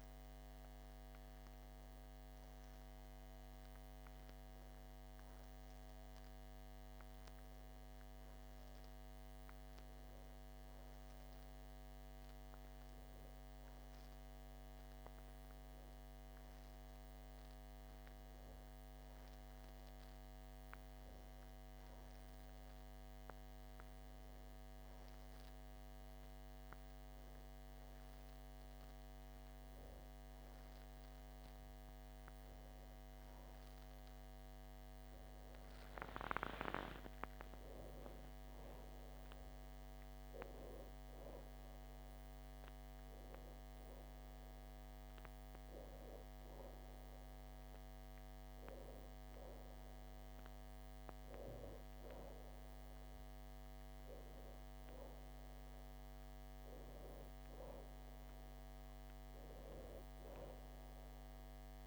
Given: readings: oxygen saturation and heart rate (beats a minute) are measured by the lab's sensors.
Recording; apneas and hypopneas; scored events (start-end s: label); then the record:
a person awake in a sleep study, hard to hear, by a microphone on the trachea; none
none scored
From the record:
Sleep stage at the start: awake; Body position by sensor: on the back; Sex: female